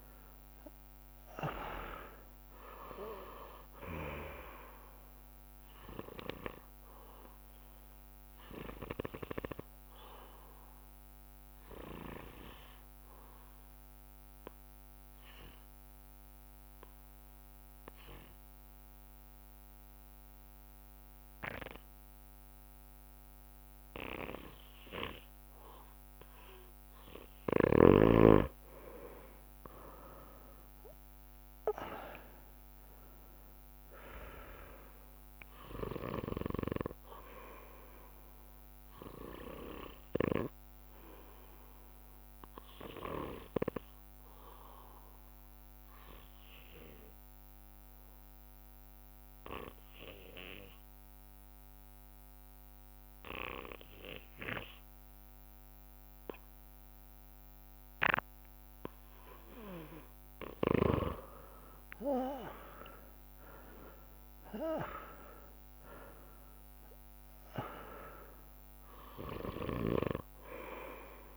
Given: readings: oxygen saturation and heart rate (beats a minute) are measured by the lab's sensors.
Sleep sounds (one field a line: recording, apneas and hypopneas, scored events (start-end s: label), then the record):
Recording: breathing in sleep by a microphone on the trachea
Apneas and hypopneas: 2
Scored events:
0.00-1.00 s: arousal
0.50-22.50 s: bradycardia (device-marked)
2.50-19.50 s: oxygen desaturation (device-marked, oxygen 100% before, 95% lowest)
4.00-6.00 s: long interval between heartbeats (device-marked)
7.00-26.50 s: obstructive apnea (oxygen 100% before, 94% lowest)
28.50-33.50 s: arousal
31.50-51.50 s: oxygen desaturation (device-marked, oxygen 99% before, 95% lowest)
41.50-58.50 s: obstructive apnea (oxygen 99% before, 93% lowest)
61.50-66.00 s: arousal
64.50-71.37 s: oxygen desaturation (device-marked, oxygen 98% before, 94% lowest)
From the record:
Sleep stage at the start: N2 (light sleep)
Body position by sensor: on the right side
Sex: male